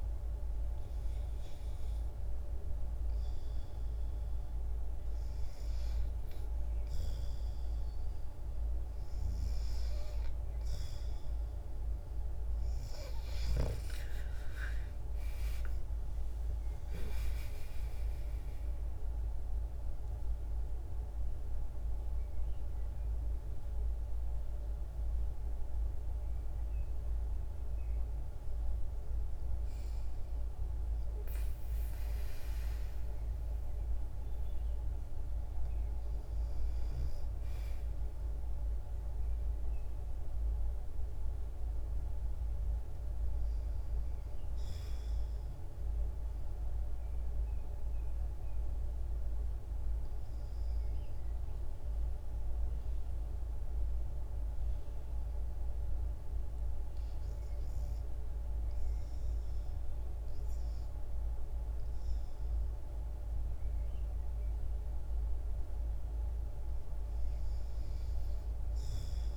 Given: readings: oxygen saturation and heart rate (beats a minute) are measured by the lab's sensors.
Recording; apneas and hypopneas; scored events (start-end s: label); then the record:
breathing in sleep, hard to hear, by a room microphone; 1
0.00-11.50 s: oxygen desaturation (device-marked, oxygen 82% lowest, heart rate 62 extreme)
12.50-16.50 s: arousal
47.00-64.00 s: obstructive apnea (oxygen 98% before, 89% lowest, heart rate 62 before, 59 extreme, up 2 after)
64.50-69.37 s: oxygen desaturation (device-marked, oxygen 97% before, 89% lowest, heart rate 59 before, 60 extreme)
66.00-69.37 s: arousal
From the record:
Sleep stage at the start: REM sleep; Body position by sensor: on the back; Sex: female